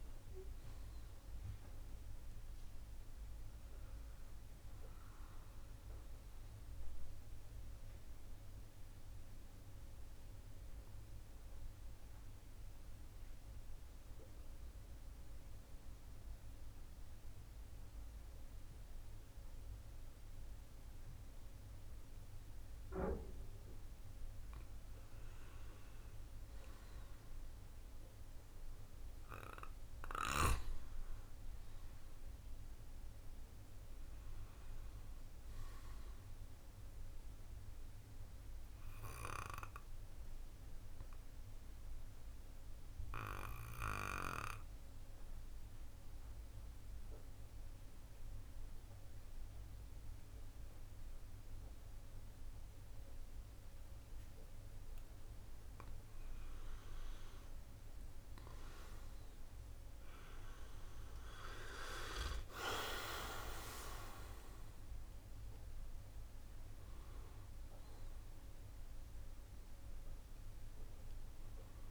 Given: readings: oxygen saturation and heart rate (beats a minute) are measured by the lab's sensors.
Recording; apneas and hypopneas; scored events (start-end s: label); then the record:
breathing in sleep by a room microphone; 2
0.00-11.50 s: oxygen desaturation (device-marked, oxygen 91% lowest, heart rate 68 extreme)
7.00-23.50 s: central apnea (oxygen 97% before, 91% lowest, heart rate 106 before, 46 extreme)
24.50-27.50 s: arousal
24.50-48.50 s: oxygen desaturation (device-marked, oxygen 99% before, 93% lowest, heart rate 111 before, 46 extreme)
38.50-55.50 s: central apnea (oxygen 99% before, 93% lowest, heart rate 119 before, 59 extreme, up 43 after)
58.00-61.50 s: arousal
61.50-71.91 s: oxygen desaturation (device-marked, oxygen 98% before, 93% lowest, heart rate 79 before, 68 extreme)
From the record:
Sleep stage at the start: N2 (light sleep); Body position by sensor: on the back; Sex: male